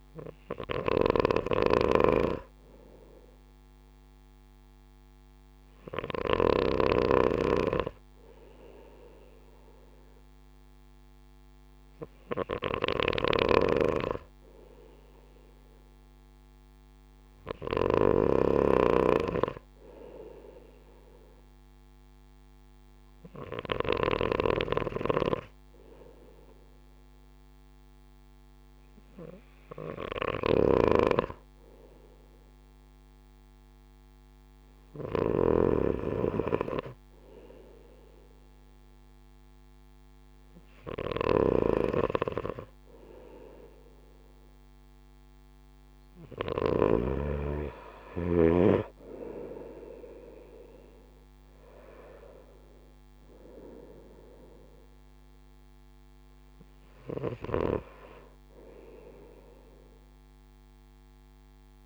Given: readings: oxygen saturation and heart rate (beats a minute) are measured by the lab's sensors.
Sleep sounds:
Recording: breathing in sleep by a microphone on the trachea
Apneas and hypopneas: none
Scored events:
0.00-6.50 s: snoring (device-marked)
13.00-24.00 s: snoring (device-marked)
30.00-47.00 s: snoring (device-marked)
From the record:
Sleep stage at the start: N2 (light sleep)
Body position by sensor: on the right side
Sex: male

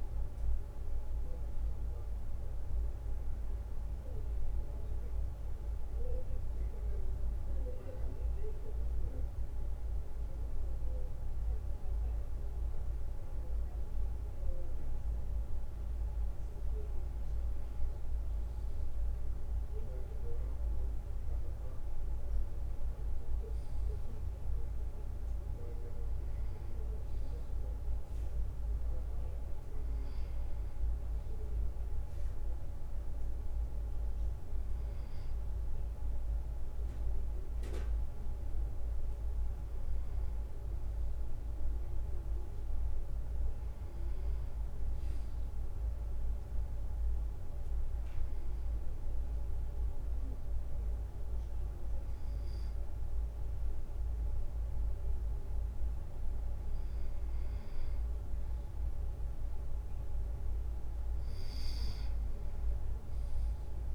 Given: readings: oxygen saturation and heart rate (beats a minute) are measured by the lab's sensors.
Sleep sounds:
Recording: breathing in sleep, hard to hear, by a room microphone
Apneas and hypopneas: none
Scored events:
40.00-44.00 s: arousal
From the record:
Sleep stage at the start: N2 (light sleep)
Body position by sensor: on the back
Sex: male

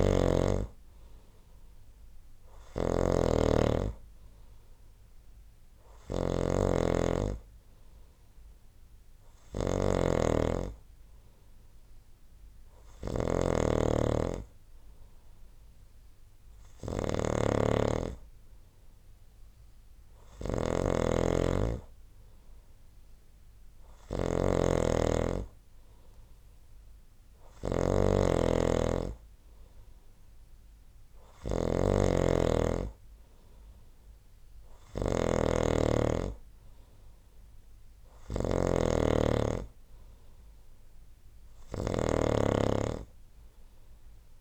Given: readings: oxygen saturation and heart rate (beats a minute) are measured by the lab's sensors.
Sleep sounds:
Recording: breathing in sleep by a room microphone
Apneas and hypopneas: none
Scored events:
0.00-44.41 s: snoring (device-marked)
From the record:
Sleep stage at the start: N2 (light sleep)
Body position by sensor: on the right side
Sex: male

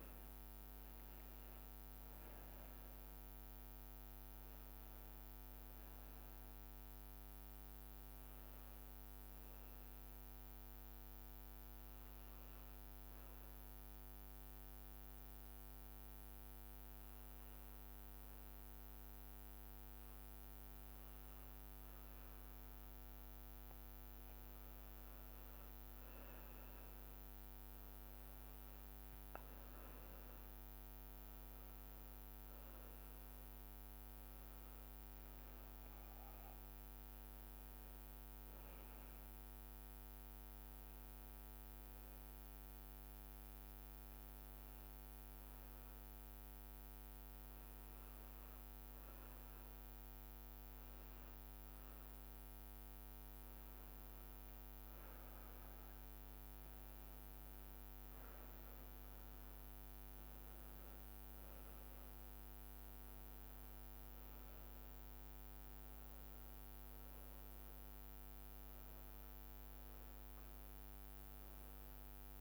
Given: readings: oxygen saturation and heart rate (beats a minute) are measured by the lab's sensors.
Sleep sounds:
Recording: breathing in sleep, hard to hear, by a microphone on the trachea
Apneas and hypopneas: 2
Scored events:
0.00-2.00 s: arousal
0.00-16.00 s: oxygen desaturation (device-marked, oxygen 93% lowest)
12.00-24.00 s: obstructive apnea (oxygen 96% before, 95% lowest)
28.00-33.00 s: arousal
44.00-56.50 s: obstructive apnea (oxygen 98% before, 95% lowest)
60.00-62.00 s: long interval between heartbeats (device-marked)
60.50-65.50 s: arousal
From the record:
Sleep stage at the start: N2 (light sleep)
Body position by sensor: on the back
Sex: male

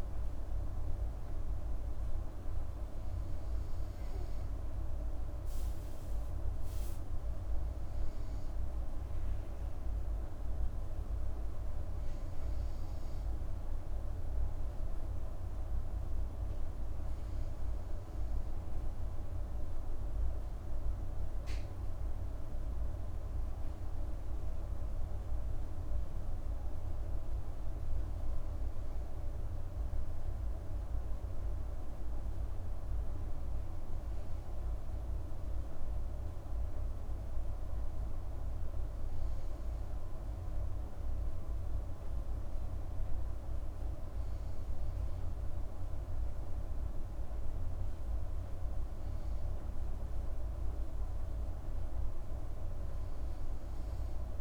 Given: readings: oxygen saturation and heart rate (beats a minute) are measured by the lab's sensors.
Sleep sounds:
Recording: breathing in sleep, hard to hear, by a room microphone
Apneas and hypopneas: none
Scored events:
none scored
From the record:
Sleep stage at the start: N2 (light sleep)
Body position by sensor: on the right side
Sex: female

